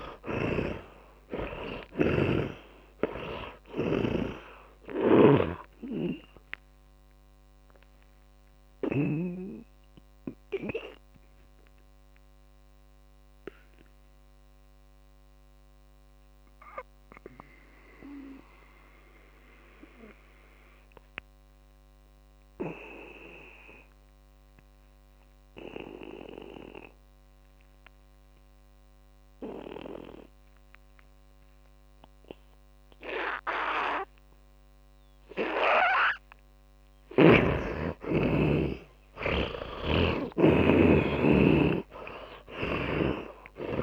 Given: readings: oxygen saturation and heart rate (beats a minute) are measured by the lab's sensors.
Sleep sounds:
breathing in sleep by a microphone on the trachea; 1
0.00-1.50 s: arousal
0.00-9.50 s: snoring (device-marked)
0.00-23.00 s: oxygen desaturation (device-marked, oxygen 81% lowest)
12.00-38.00 s: mixed apnea (oxygen 100% before, 81% lowest)
39.00-43.83 s: oxygen desaturation (device-marked, oxygen 100% before, 83% lowest)
40.00-43.83 s: arousal
40.00-43.83 s: snoring (device-marked)
From the record:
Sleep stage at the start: N2 (light sleep); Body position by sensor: on the back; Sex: male

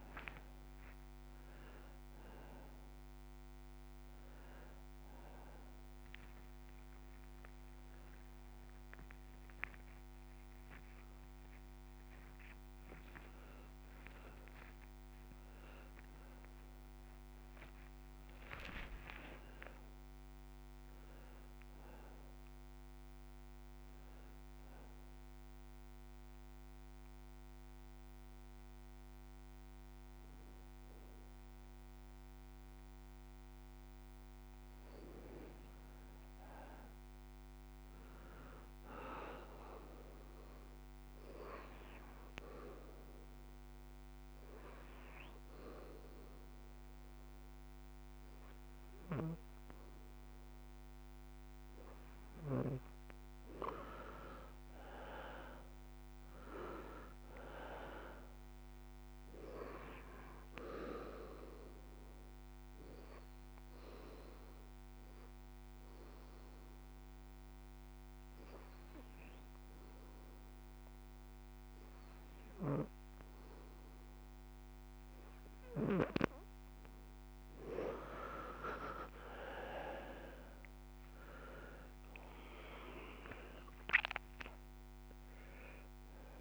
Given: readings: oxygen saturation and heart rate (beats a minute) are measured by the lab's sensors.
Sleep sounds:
a person partly awake in a sleep study, by a microphone on the trachea; 3
0.00-20.00 s: oxygen desaturation (device-marked, oxygen 84% lowest)
22.00-86.41 s: new sleep stage, N2 (light sleep)
24.00-35.00 s: mixed apnea (oxygen 96% before, 86% lowest)
37.00-40.00 s: arousal
43.00-53.00 s: obstructive apnea (oxygen 96% before, 86% lowest)
45.00-54.00 s: oxygen desaturation (device-marked, oxygen 95% before, 90% lowest)
54.50-57.50 s: arousal
59.00-73.00 s: oxygen desaturation (device-marked, oxygen 93% before, 86% lowest)
63.50-75.00 s: obstructive apnea (oxygen 95% before, 86% lowest)
77.00-81.00 s: arousal
82.00-86.41 s: oxygen desaturation (device-marked, oxygen 96% before, 87% lowest)
From the record:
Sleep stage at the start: awake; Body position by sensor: on the back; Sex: male

